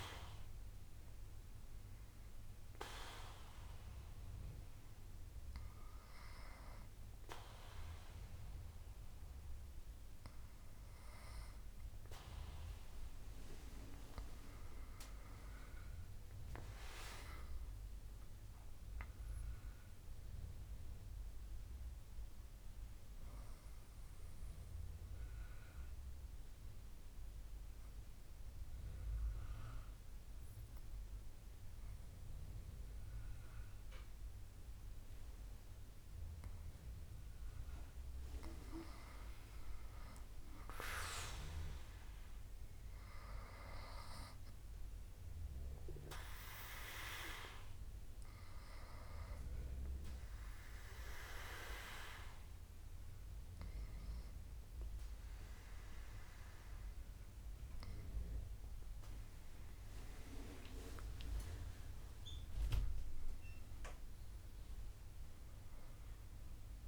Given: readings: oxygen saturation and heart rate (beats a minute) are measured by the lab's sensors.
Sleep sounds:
breathing in sleep by a room microphone; 3
0.50-12.00 s: hypopnea (oxygen 99% before, 94% lowest, heart rate 68 before, 66 extreme, up 8 after)
14.00-18.00 s: arousal
25.00-37.50 s: obstructive apnea (oxygen 98% before, 94% lowest, heart rate 69 before, 65 extreme, up 6 after)
39.50-42.50 s: arousal
50.50-60.50 s: obstructive apnea (oxygen 98% before, 94% lowest, heart rate 70 before, 66 extreme, up 8 after)
59.00-66.88 s: oxygen desaturation (device-marked, oxygen 97% before, 94% lowest, heart rate 69 before, 66 extreme)
62.00-66.88 s: new sleep stage, N1 (lightest sleep)
62.50-66.88 s: arousal
From the record:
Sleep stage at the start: N2 (light sleep); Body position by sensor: on the back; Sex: female

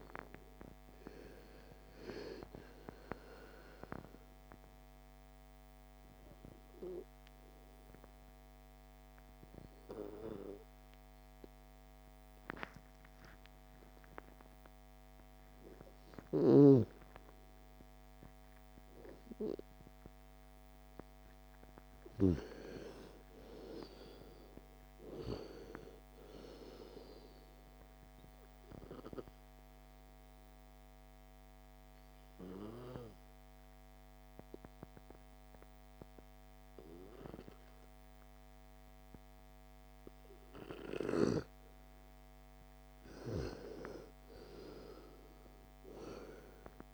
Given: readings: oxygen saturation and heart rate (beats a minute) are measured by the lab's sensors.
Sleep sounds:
breathing in sleep by a microphone on the trachea; 2
5.50-18.00 s: obstructive apnea (oxygen 96% before, 90% lowest, heart rate 47 before, 38 extreme, up 24 after)
6.50-15.50 s: oxygen desaturation (device-marked, oxygen 96% before, 92% lowest, heart rate 49 before, 38 extreme)
19.50-23.00 s: arousal
28.50-41.00 s: obstructive apnea (oxygen 96% before, 89% lowest, heart rate 57 before, 40 extreme, up 18 after)
35.50-46.50 s: oxygen desaturation (device-marked, oxygen 97% before, 92% lowest, heart rate 56 before, 40 extreme)
42.50-46.50 s: arousal
From the record:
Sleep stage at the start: N2 (light sleep); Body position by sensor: on the left side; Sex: female

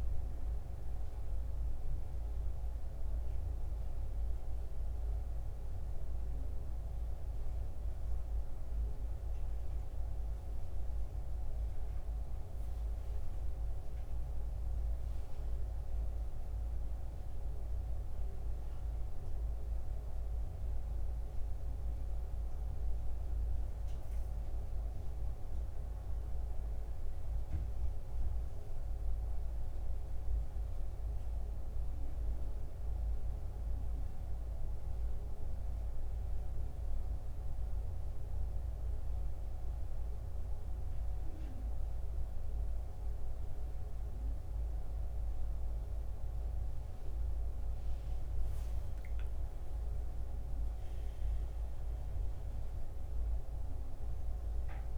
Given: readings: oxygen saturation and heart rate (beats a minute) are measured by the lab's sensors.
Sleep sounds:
breathing in sleep, hard to hear, by a room microphone; 1
0.00-1.00 s: arousal
0.00-22.00 s: oxygen desaturation (device-marked, oxygen 90% lowest, heart rate 67 extreme)
29.00-54.98 s: new sleep stage, N2 (light sleep)
31.00-44.00 s: hypopnea (oxygen 93% before, 88% lowest, heart rate 72 before, 67 extreme, up 8 after)
46.00-51.00 s: arousal
From the record:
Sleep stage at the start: N1 (lightest sleep); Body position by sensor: on the back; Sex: male

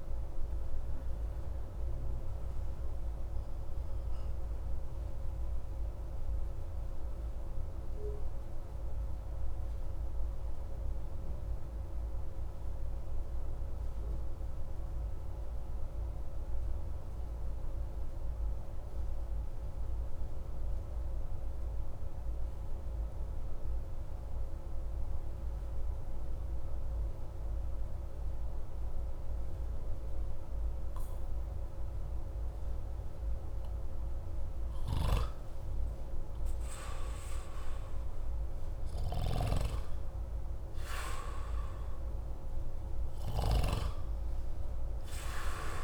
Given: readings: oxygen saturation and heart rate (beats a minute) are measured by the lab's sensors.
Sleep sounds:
breathing in sleep by a room microphone; 1
2.00-34.00 s: obstructive apnea (oxygen 98% before, 93% lowest)
34.50-40.00 s: arousal
35.50-45.84 s: oxygen desaturation (device-marked, oxygen 96% before, 93% lowest)
From the record:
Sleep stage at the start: N2 (light sleep); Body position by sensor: on the back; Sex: male

